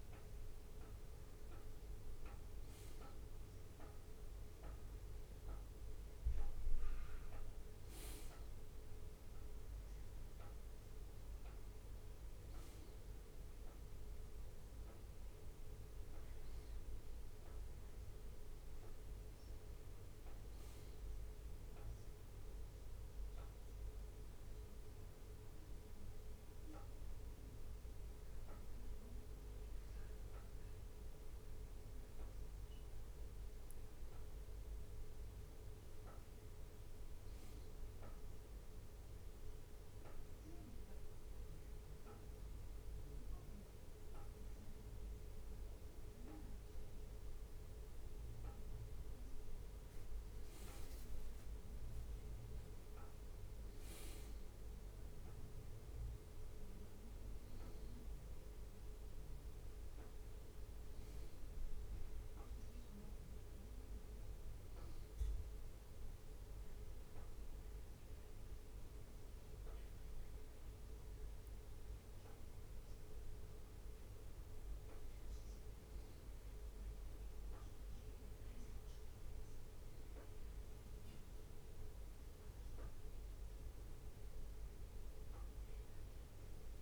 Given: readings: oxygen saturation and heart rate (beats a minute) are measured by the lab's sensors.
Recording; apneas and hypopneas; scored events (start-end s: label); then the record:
a person awake in a sleep study, hard to hear, by a room microphone; none
none scored
From the record:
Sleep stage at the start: awake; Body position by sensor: on the right side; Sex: male